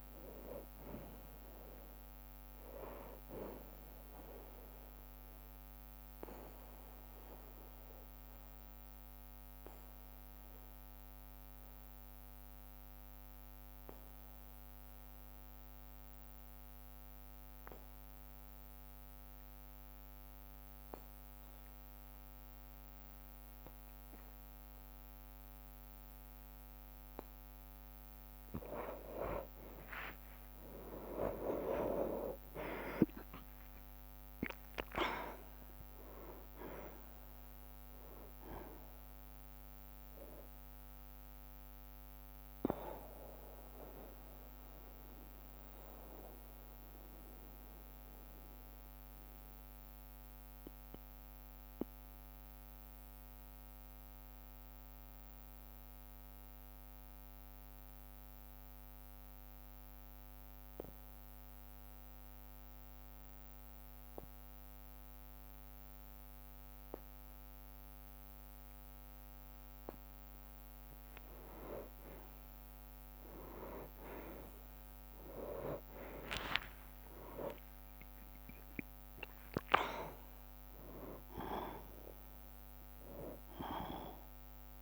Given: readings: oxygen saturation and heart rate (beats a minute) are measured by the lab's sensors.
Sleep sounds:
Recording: breathing in sleep by a microphone on the trachea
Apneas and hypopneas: 2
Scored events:
0.00-2.00 s: bradycardia (device-marked, heart rate 50 extreme)
0.00-4.00 s: drop in pulse transit time (device-marked, heart rate 53 extreme)
0.00-18.00 s: oxygen desaturation (device-marked, oxygen 98% before, 92% lowest, heart rate 55 before, 53 extreme)
4.00-27.50 s: obstructive apnea (oxygen 98% before, 90% lowest, heart rate 55 before, 53 extreme, up 4 after)
6.00-38.00 s: bradycardia (device-marked, heart rate 62 before, 53 extreme)
29.00-47.00 s: oxygen desaturation (device-marked, oxygen 97% before, 91% lowest, heart rate 56 before, 49 extreme)
29.50-35.50 s: arousal
31.50-33.50 s: long interval between heartbeats (device-marked, heart rate 56 before, 58 extreme)
32.00-47.00 s: drop in pulse transit time (device-marked, heart rate 56 before, 53 extreme)
41.50-43.50 s: long interval between heartbeats (device-marked, heart rate 56 before, 63 extreme)
44.00-70.00 s: mixed apnea (oxygen 97% before, 88% lowest, heart rate 58 before, 49 extreme, up 4 after)
45.00-75.00 s: bradycardia (device-marked, heart rate 62 before, 49 extreme)
69.00-84.82 s: oxygen desaturation (device-marked, oxygen 98% before, 88% lowest, heart rate 53 before, 50 extreme)
72.00-76.00 s: arousal
74.00-84.82 s: drop in pulse transit time (device-marked, heart rate 53 before, 49 extreme)
From the record:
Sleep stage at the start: N2 (light sleep)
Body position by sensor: on the back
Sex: male

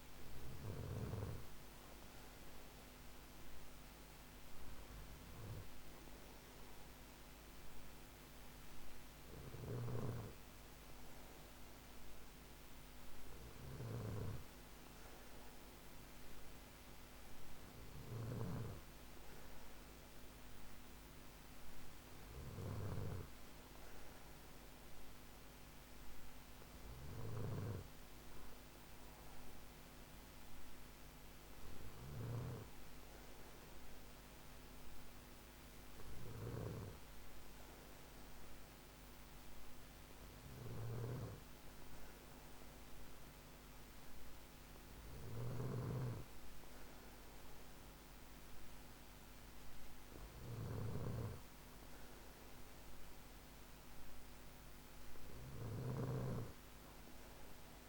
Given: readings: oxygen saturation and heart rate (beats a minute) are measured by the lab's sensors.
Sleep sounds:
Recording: breathing in sleep by a microphone on the trachea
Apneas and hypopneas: none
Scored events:
9.00-18.00 s: snoring (device-marked)
26.50-57.89 s: snoring (device-marked)
From the record:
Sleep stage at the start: N2 (light sleep)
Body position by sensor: on the back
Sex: male

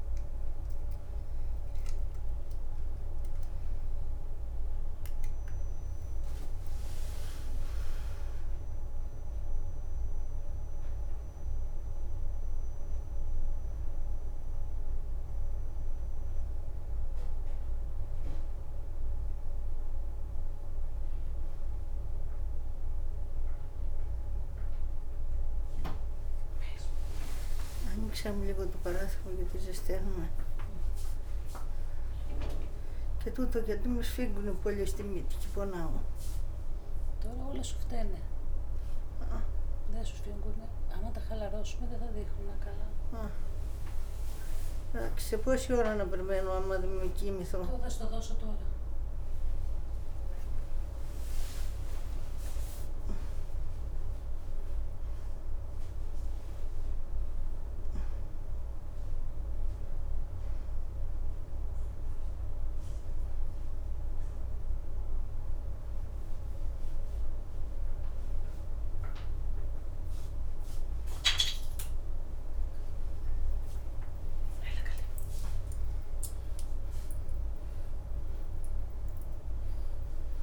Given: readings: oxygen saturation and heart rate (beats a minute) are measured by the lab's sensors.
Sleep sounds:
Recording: a person awake in a sleep study, by a room microphone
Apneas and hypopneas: none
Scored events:
13.00-31.00 s: oxygen desaturation (device-marked, oxygen 92% before, 87% lowest, heart rate 142 before, 86 extreme)
24.00-26.00 s: leg movement (device-marked)
28.50-34.50 s: snoring (device-marked)
39.50-40.50 s: leg movement (device-marked)
43.50-45.50 s: leg movement (device-marked)
52.50-53.50 s: leg movement (device-marked)
54.50-63.50 s: leg movement (device-marked)
64.50-67.50 s: leg movement (device-marked)
74.50-77.50 s: leg movement (device-marked)
78.00-79.00 s: leg movement (device-marked)
79.00-80.43 s: oxygen desaturation (device-marked, oxygen 94% before, 91% lowest)
From the record:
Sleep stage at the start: awake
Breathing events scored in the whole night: 170 in 4.5 hours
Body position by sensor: on the back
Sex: female

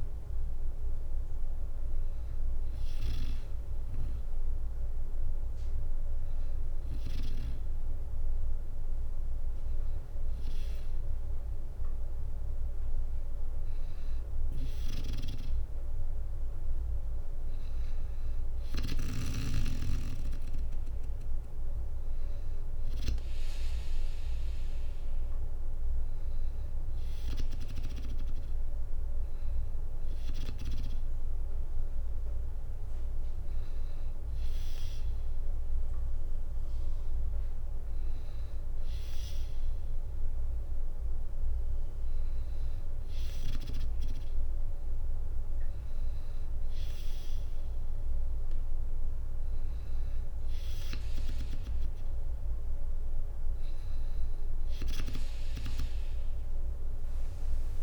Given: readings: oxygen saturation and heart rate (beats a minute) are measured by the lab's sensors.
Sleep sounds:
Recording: breathing in sleep by a room microphone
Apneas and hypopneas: none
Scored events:
0.00-4.50 s: drop in pulse transit time (device-marked, heart rate 61 extreme)
13.50-18.50 s: snoring (device-marked)
56.50-57.83 s: drop in pulse transit time (device-marked, heart rate 62 before, 61 extreme)
From the record:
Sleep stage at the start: N2 (light sleep)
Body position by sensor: on the back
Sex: female

